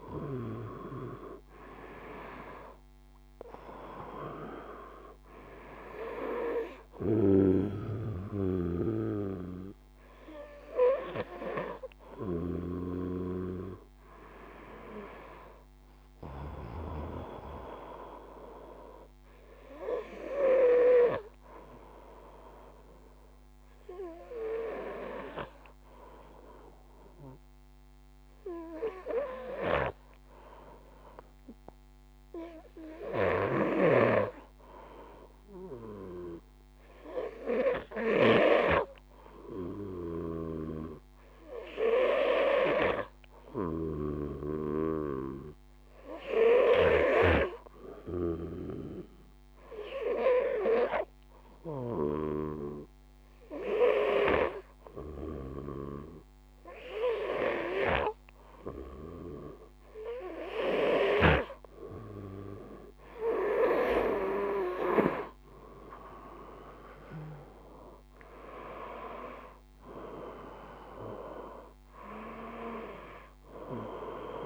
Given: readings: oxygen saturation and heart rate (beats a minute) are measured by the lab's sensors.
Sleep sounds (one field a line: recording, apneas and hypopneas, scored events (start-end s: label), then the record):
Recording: breathing in sleep by a microphone on the trachea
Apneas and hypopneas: 1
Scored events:
1.00-35.00 s: oxygen desaturation (device-marked, oxygen 96% before, 92% lowest, heart rate 52 before, 51 extreme)
6.50-16.50 s: snoring (device-marked)
32.50-37.50 s: snoring (device-marked)
35.50-57.00 s: hypopnea (oxygen 95% before, 93% lowest, heart rate 53 before, 51 extreme, up 2 after)
39.50-46.50 s: snoring (device-marked)
61.50-65.50 s: arousal
From the record:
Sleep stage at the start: N2 (light sleep)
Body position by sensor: on the back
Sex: male